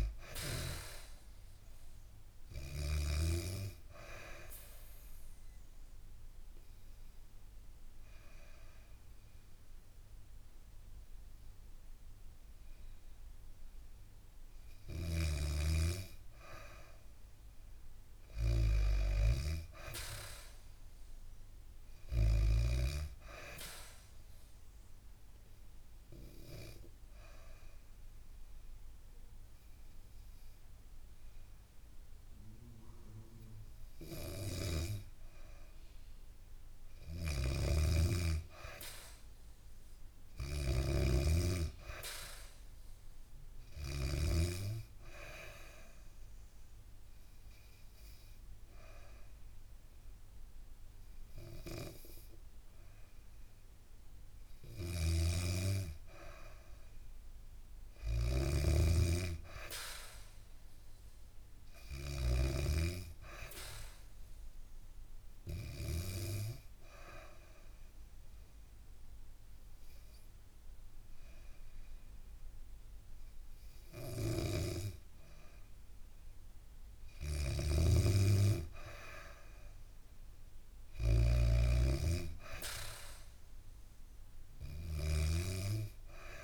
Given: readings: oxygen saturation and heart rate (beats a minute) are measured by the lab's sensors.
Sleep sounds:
breathing in sleep by a room microphone; 4
1.50-17.50 s: oxygen desaturation (device-marked, oxygen 95% before, 91% lowest, heart rate 71 before, 68 extreme)
3.50-14.50 s: obstructive apnea (oxygen 96% before, 91% lowest, heart rate 70 before, 68 extreme, up 2 after)
16.00-20.00 s: arousal
24.50-35.00 s: obstructive apnea (oxygen 97% before, 92% lowest, heart rate 72 before, 68 extreme, up 2 after)
37.00-39.50 s: arousal
37.00-44.00 s: snoring (device-marked)
43.50-55.50 s: oxygen desaturation (device-marked, oxygen 97% before, 92% lowest, heart rate 70 before, 69 extreme)
45.50-56.50 s: obstructive apnea (oxygen 97% before, 91% lowest, heart rate 70 before, 69 extreme, up 2 after)
54.50-62.00 s: snoring (device-marked)
58.50-62.00 s: arousal
65.50-76.50 s: obstructive apnea (oxygen 97% before, 91% lowest, heart rate 71 before, 68 extreme, up 1 after)
77.00-85.00 s: snoring (device-marked)
78.50-81.50 s: arousal
82.50-86.44 s: oxygen desaturation (device-marked, oxygen 96% before, 92% lowest, heart rate 71 before, 65 extreme)
From the record:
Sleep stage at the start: N2 (light sleep); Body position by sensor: on the back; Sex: female

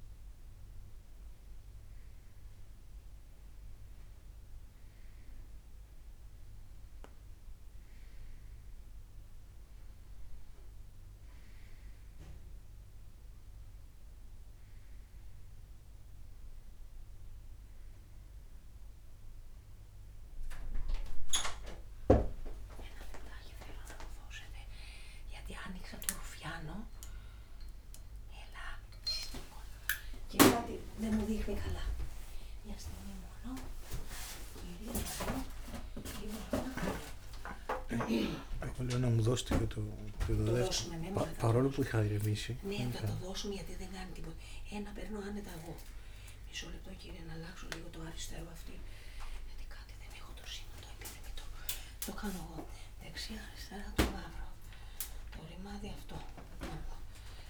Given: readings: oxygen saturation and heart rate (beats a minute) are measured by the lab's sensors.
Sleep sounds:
a person partly awake in a sleep study, by a room microphone; none
39.50-57.50 s: new sleep stage, awake
From the record:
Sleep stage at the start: N1 (lightest sleep); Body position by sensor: on the right side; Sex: male

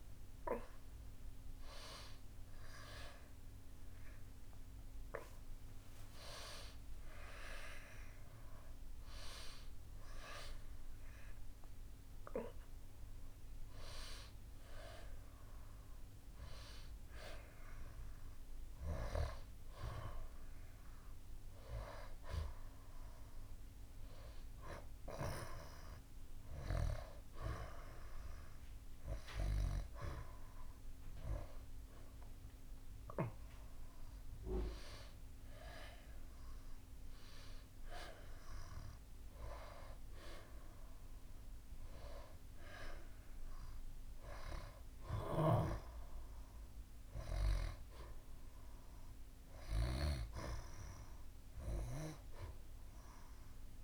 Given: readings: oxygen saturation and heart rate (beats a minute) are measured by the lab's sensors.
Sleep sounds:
breathing in sleep by a room microphone; none
6.00-10.50 s: arousal
35.50-53.84 s: oxygen desaturation (device-marked, oxygen 94% before, 90% lowest, heart rate 81 before, 81 extreme)
52.50-53.84 s: new sleep stage, awake
From the record:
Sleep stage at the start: N2 (light sleep); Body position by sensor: on the back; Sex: female

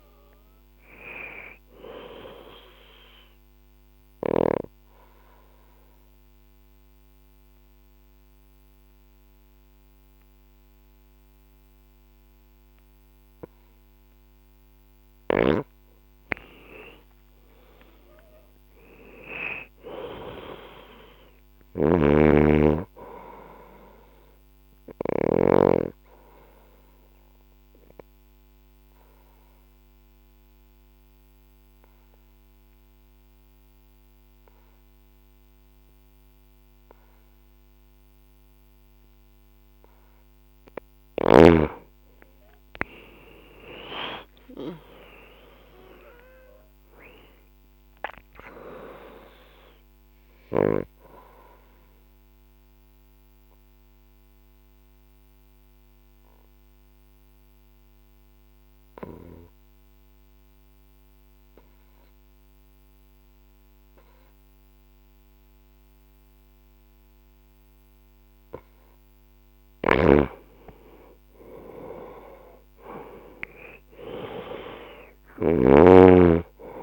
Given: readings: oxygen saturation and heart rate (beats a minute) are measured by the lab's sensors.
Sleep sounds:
breathing in sleep by a microphone on the trachea; 3
0.00-1.50 s: oxygen desaturation (device-marked, oxygen 90% lowest, heart rate 56 extreme)
1.50-14.00 s: obstructive apnea (oxygen 95% before, 89% lowest, heart rate 69 before, 56 extreme, up 14 after)
5.50-13.50 s: bradycardia (device-marked, heart rate 67 before, 56 extreme)
16.00-19.50 s: arousal
21.00-25.00 s: snoring (device-marked)
23.50-34.50 s: oxygen desaturation (device-marked, oxygen 97% before, 92% lowest, heart rate 64 before, 54 extreme)
24.50-39.00 s: obstructive apnea (oxygen 97% before, 89% lowest, heart rate 64 before, 53 extreme, up 13 after)
26.50-37.50 s: bradycardia (device-marked, heart rate 67 before, 57 extreme)
42.50-47.50 s: arousal
46.50-65.50 s: oxygen desaturation (device-marked, oxygen 97% before, 89% lowest, heart rate 60 before, 53 extreme)
50.50-67.00 s: obstructive apnea (oxygen 97% before, 88% lowest, heart rate 63 before, 53 extreme, up 17 after)
52.50-62.50 s: bradycardia (device-marked, heart rate 67 before, 53 extreme)
69.00-73.00 s: arousal
69.00-75.50 s: snoring (device-marked)
From the record:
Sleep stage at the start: N2 (light sleep); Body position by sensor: on the left side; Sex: female

